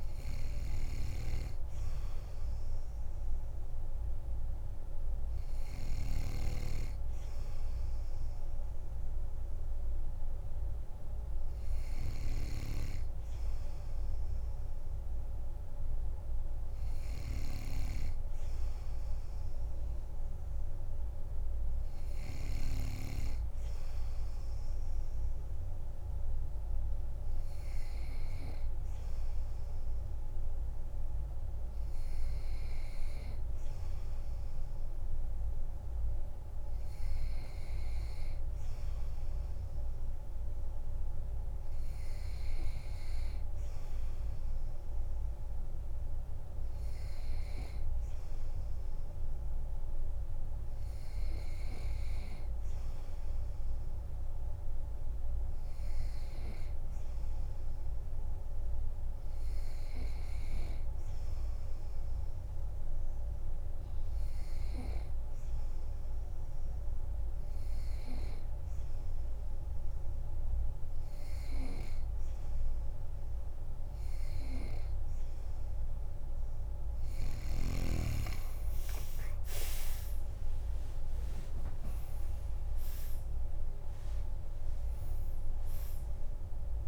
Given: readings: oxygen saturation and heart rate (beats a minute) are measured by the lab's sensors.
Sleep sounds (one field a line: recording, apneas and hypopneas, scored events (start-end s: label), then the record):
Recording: breathing in sleep by a room microphone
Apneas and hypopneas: none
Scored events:
59.00-86.88 s: new sleep stage, N2 (light sleep)
80.50-84.50 s: arousal
81.50-83.50 s: long interval between heartbeats (device-marked, heart rate 54 before, 68 extreme)
From the record:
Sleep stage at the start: N3 (deep sleep)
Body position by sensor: on the back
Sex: male